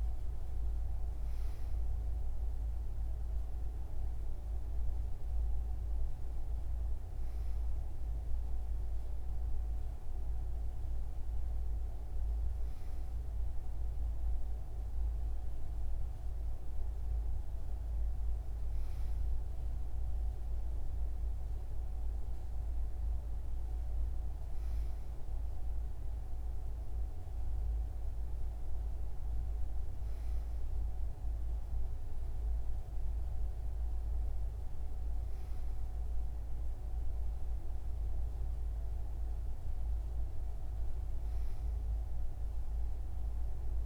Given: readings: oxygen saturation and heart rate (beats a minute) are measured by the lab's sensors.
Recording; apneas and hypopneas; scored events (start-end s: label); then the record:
breathing in sleep, hard to hear, by a room microphone; none
none scored
From the record:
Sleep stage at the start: N2 (light sleep); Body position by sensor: on the right side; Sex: male